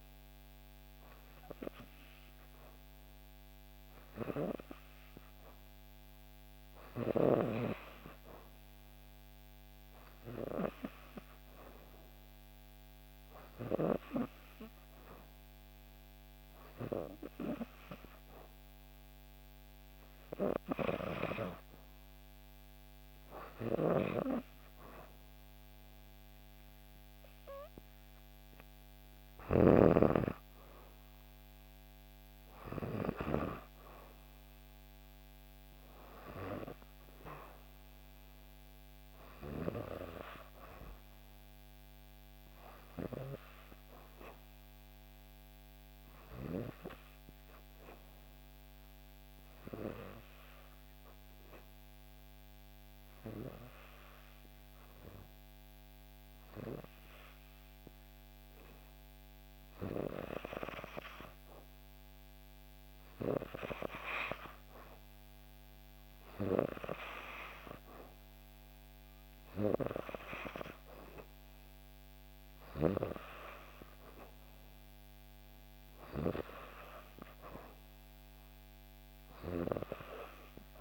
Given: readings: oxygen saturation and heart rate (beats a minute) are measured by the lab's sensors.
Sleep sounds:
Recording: breathing in sleep by a microphone on the trachea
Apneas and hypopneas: 1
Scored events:
0.00-4.50 s: oxygen desaturation (device-marked, oxygen 92% lowest, heart rate 60 extreme)
48.00-62.00 s: obstructive apnea (oxygen 93% before, 90% lowest, heart rate 62 before, 61 extreme, up 1 after)
64.00-67.00 s: arousal
67.50-80.81 s: oxygen desaturation (device-marked, oxygen 95% before, 90% lowest, heart rate 61 before, 60 extreme)
From the record:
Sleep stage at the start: N2 (light sleep)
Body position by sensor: on the back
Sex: female

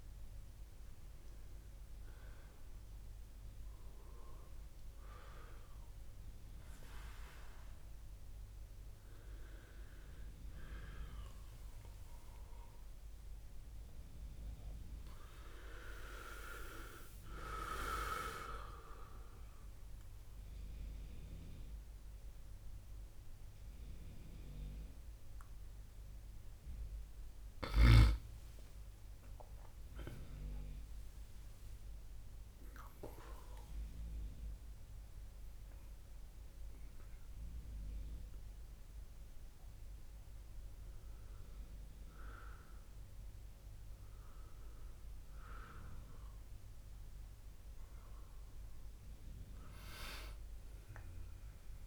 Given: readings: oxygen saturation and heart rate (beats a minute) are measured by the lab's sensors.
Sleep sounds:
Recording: a person awake in a sleep study, by a room microphone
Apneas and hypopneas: none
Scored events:
31.00-51.87 s: new sleep stage, N1 (lightest sleep)
From the record:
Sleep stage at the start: awake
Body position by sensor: on the back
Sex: male

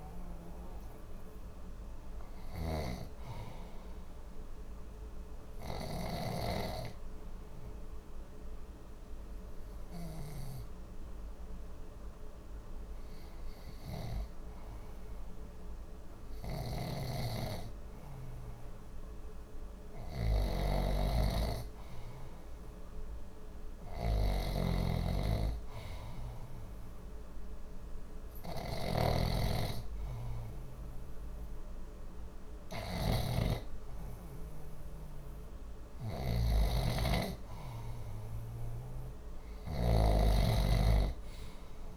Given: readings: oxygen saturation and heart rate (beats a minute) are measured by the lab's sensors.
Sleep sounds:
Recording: breathing in sleep by a room microphone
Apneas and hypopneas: 1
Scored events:
2.00-13.00 s: oxygen desaturation (device-marked, oxygen 94% before, 87% lowest, heart rate 63 before, 60 extreme)
6.00-18.50 s: obstructive apnea (oxygen 94% before, 85% lowest, heart rate 64 before, 60 extreme, up 5 after)
16.50-40.00 s: snoring (device-marked)
22.50-28.00 s: arousal
26.00-41.97 s: oxygen desaturation (device-marked, oxygen 95% before, 89% lowest, heart rate 62 before, 62 extreme)
From the record:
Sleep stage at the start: REM sleep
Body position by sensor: on the left side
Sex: male

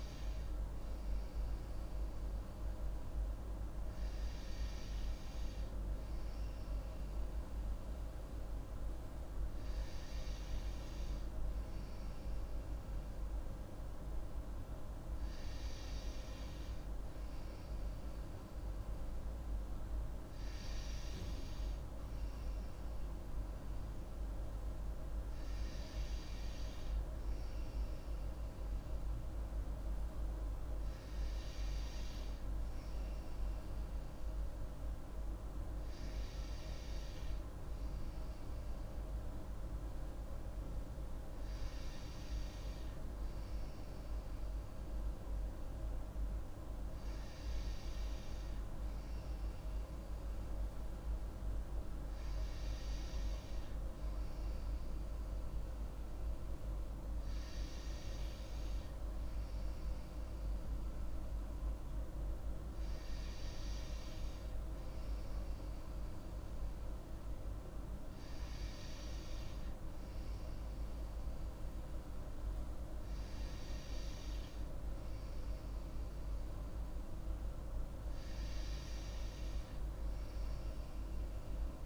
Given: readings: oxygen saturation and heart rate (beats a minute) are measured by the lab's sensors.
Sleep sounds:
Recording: breathing in sleep, hard to hear, by a room microphone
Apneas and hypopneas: none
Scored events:
none scored
From the record:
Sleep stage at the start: N2 (light sleep)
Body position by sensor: on the right side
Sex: female

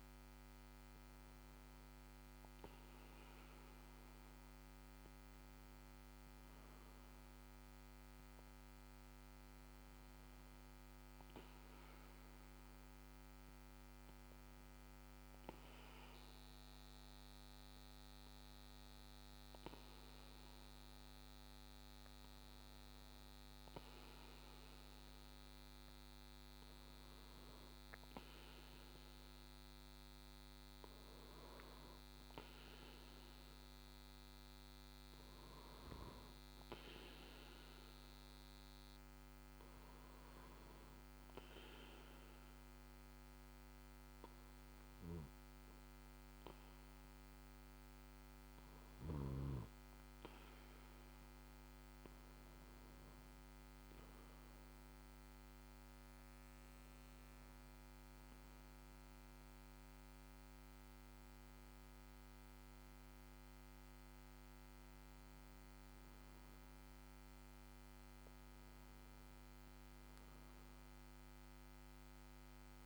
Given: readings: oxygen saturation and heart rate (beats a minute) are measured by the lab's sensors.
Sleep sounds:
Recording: breathing in sleep, hard to hear, by a microphone on the trachea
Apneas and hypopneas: 1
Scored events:
39.00-51.00 s: hypopnea (oxygen 95% before, 91% lowest, heart rate 59 before, 54 extreme, up 3 after)
52.50-55.50 s: arousal
58.00-72.86 s: oxygen desaturation (device-marked, oxygen 94% before, 91% lowest, heart rate 59 before, 54 extreme)
From the record:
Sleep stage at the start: N2 (light sleep)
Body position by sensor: on the back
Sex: male

